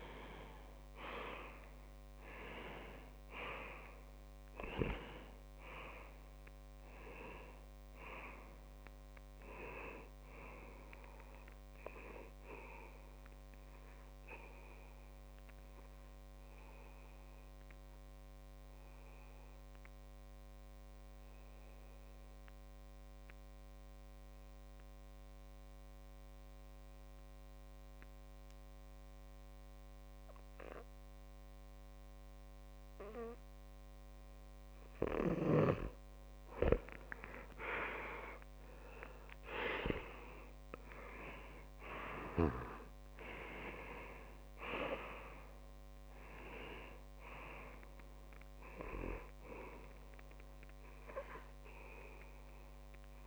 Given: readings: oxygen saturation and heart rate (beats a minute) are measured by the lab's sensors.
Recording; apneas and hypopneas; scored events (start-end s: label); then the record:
breathing in sleep by a microphone on the trachea; 1
0.00-11.00 s: oxygen desaturation (device-marked, oxygen 91% lowest)
16.00-35.50 s: obstructive apnea (oxygen 98% before, 91% lowest)
19.00-30.00 s: oxygen desaturation (device-marked, oxygen 94% before, 91% lowest)
37.50-41.00 s: arousal
From the record:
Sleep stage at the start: N2 (light sleep); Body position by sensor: on the back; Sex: male